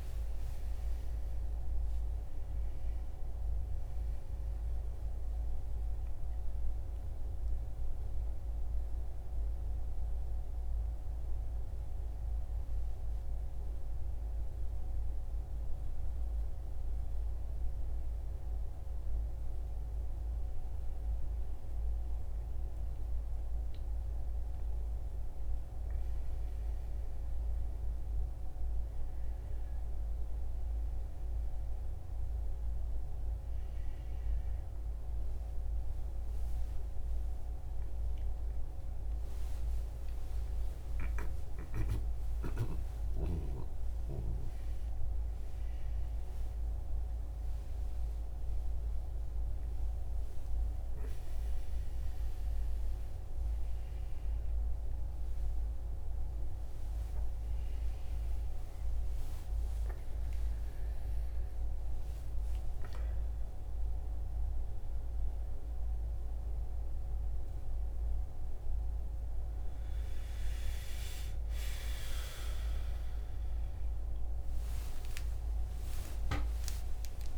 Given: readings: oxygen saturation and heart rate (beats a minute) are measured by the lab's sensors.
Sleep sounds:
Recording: a person awake in a sleep study, hard to hear, by a room microphone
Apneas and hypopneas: none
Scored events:
none scored
From the record:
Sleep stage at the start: awake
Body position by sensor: on the right side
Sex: male

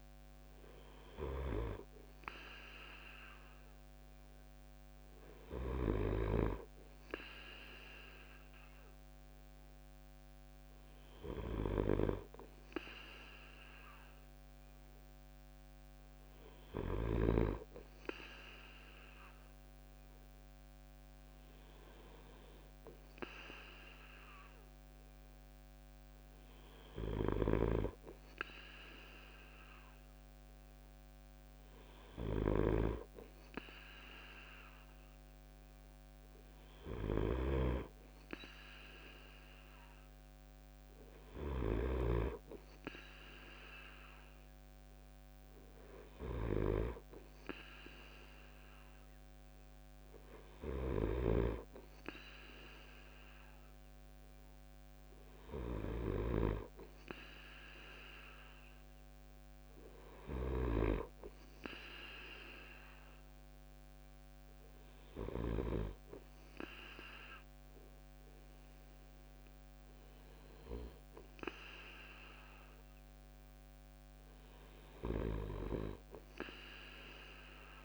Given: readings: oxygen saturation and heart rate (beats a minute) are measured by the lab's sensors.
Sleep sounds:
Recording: breathing in sleep by a microphone on the trachea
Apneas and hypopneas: none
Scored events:
0.00-2.00 s: drop in pulse transit time (device-marked, heart rate 62 extreme)
31.50-60.00 s: snoring (device-marked)
From the record:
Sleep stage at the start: N2 (light sleep)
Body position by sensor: on the right side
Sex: male

